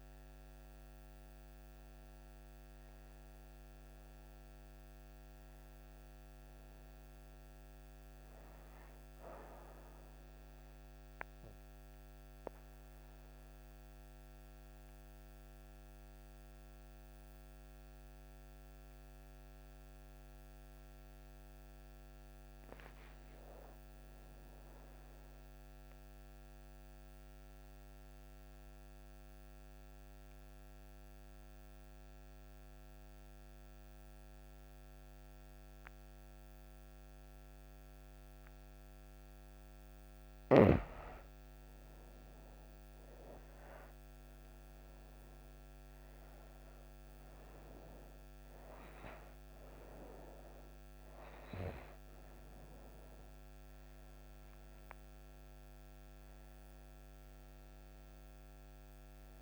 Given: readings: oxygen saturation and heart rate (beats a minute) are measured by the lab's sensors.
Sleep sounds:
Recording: breathing in sleep, hard to hear, by a microphone on the trachea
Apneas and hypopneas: 2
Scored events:
0.00-10.00 s: oxygen desaturation (device-marked, oxygen 91% lowest)
9.50-21.00 s: obstructive apnea (oxygen 98% before, 89% lowest)
22.00-25.00 s: arousal
26.00-39.50 s: obstructive apnea (oxygen 99% before, 89% lowest)
41.50-45.50 s: arousal
42.00-59.42 s: oxygen desaturation (device-marked, oxygen 98% before, 89% lowest)
From the record:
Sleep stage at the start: N2 (light sleep)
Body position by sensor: on the right side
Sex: female

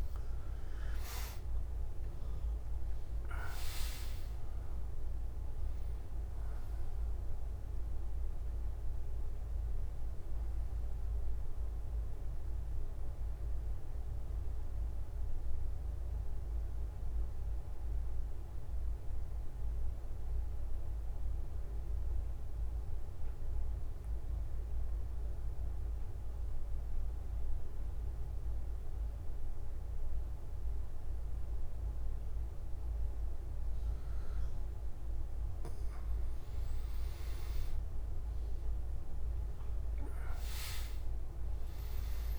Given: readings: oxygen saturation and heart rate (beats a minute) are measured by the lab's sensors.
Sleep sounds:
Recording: breathing in sleep, hard to hear, by a room microphone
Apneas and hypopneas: 1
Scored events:
0.00-10.50 s: oxygen desaturation (device-marked, oxygen 93% lowest, heart rate 99 extreme)
17.00-36.50 s: central apnea (oxygen 99% before, 92% lowest, heart rate 166 before, 54 extreme, up 26 after)
18.50-42.39 s: new sleep stage, N1 (lightest sleep)
From the record:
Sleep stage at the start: N2 (light sleep)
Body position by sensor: on the back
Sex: male

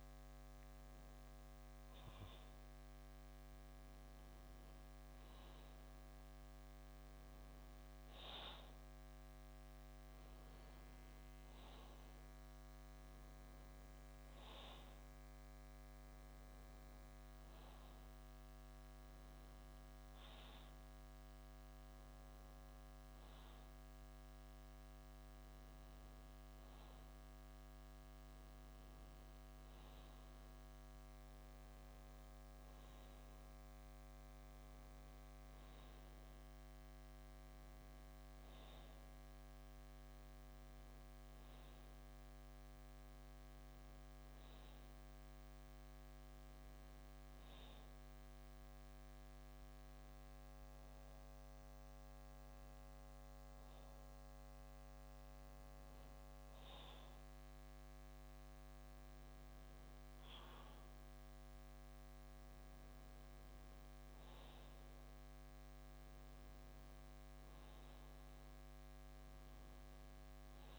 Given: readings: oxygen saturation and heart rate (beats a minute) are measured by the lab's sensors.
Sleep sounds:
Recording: breathing in sleep, hard to hear, by a microphone on the trachea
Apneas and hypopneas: none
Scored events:
none scored
From the record:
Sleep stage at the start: N2 (light sleep)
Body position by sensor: on the back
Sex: male

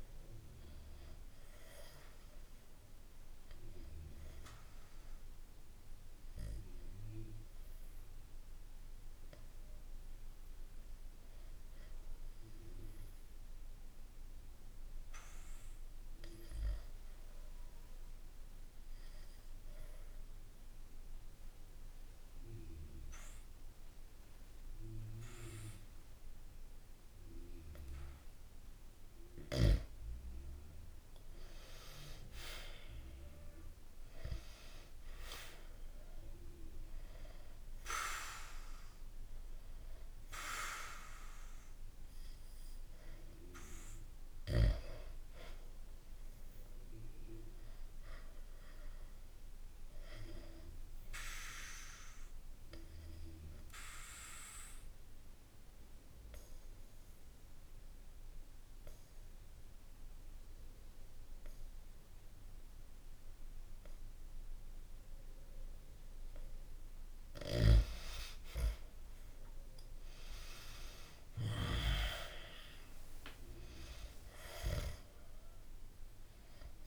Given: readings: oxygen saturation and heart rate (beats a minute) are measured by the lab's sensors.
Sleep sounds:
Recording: breathing in sleep by a room microphone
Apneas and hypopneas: 2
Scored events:
0.00-13.50 s: oxygen desaturation (device-marked, oxygen 93% lowest, heart rate 61 extreme)
13.50-28.50 s: obstructive apnea (oxygen 96% before, 91% lowest, heart rate 63 before, 61 extreme, up 1 after)
30.50-34.50 s: arousal
43.50-58.50 s: oxygen desaturation (device-marked, oxygen 98% before, 92% lowest, heart rate 62 before, 62 extreme)
49.50-66.00 s: obstructive apnea (oxygen 98% before, 91% lowest, heart rate 62 before, 62 extreme)
67.50-72.50 s: arousal
From the record:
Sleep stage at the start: N2 (light sleep)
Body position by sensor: on the back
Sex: male

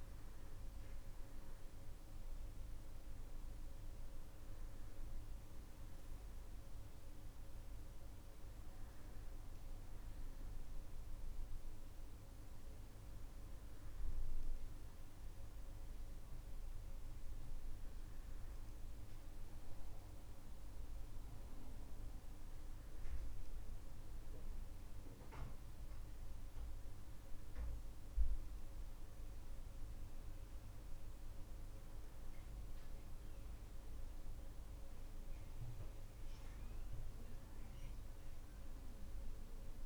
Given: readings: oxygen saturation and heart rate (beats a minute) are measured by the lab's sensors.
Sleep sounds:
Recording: a person awake in a sleep study, hard to hear, by a room microphone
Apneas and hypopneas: none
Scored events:
none scored
From the record:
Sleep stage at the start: awake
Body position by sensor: on the back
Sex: male

